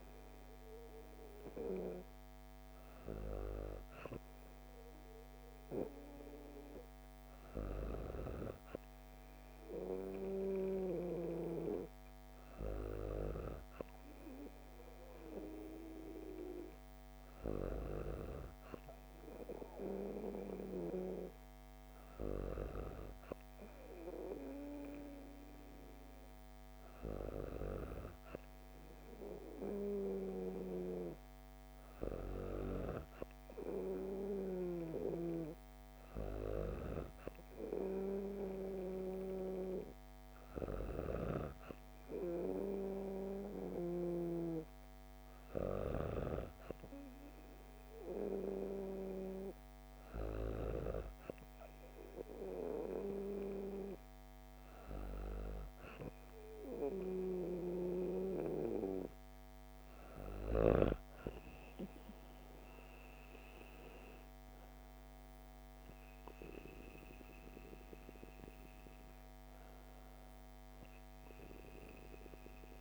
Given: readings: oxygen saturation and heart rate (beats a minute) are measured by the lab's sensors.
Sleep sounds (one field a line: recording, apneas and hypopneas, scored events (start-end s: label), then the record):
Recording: breathing in sleep by a microphone on the trachea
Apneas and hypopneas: none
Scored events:
40.50-46.00 s: snoring (device-marked)
61.00-64.50 s: arousal
From the record:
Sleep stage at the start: N2 (light sleep)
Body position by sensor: on the back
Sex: female